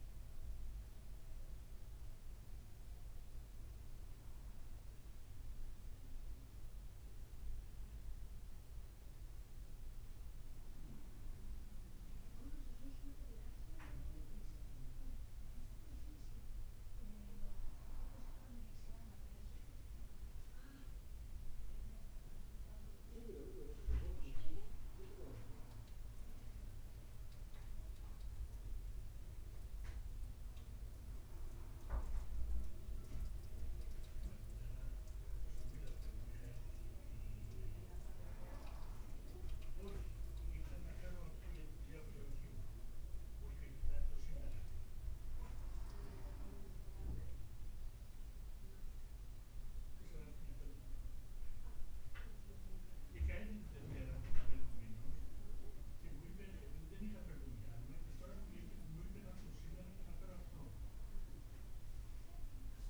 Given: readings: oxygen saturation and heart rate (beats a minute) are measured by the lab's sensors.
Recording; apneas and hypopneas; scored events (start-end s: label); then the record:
breathing in sleep by a room microphone; 1
22.00-26.50 s: arousal
31.00-53.50 s: hypopnea (oxygen 98% before, 94% lowest, heart rate 60 before, 61 extreme, up 2 after)
57.00-61.50 s: arousal
From the record:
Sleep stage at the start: N1 (lightest sleep); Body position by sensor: on the back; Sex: male